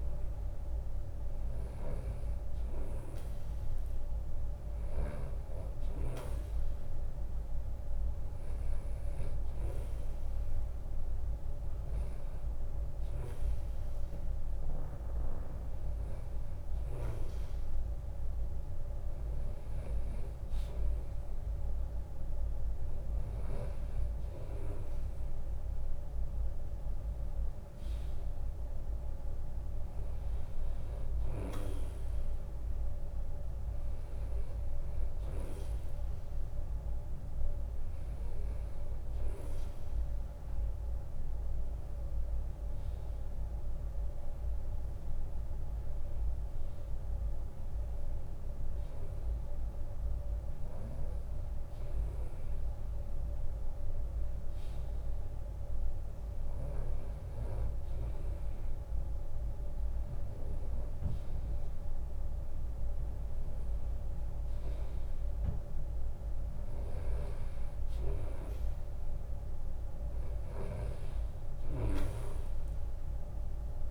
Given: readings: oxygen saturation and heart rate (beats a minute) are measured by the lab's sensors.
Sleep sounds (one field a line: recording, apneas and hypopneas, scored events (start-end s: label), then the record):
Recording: breathing in sleep by a room microphone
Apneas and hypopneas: none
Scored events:
11.00-13.00 s: long interval between heartbeats (device-marked, heart rate 77 before, 72 extreme)
13.00-23.00 s: drop in pulse transit time (device-marked, heart rate 76 before, 68 extreme)
43.00-55.00 s: drop in pulse transit time (device-marked, heart rate 77 before, 72 extreme)
54.00-56.00 s: long interval between heartbeats (device-marked, heart rate 77 before, 75 extreme)
66.00-71.50 s: snoring (device-marked)
From the record:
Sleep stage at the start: REM sleep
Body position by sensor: on the right side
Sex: male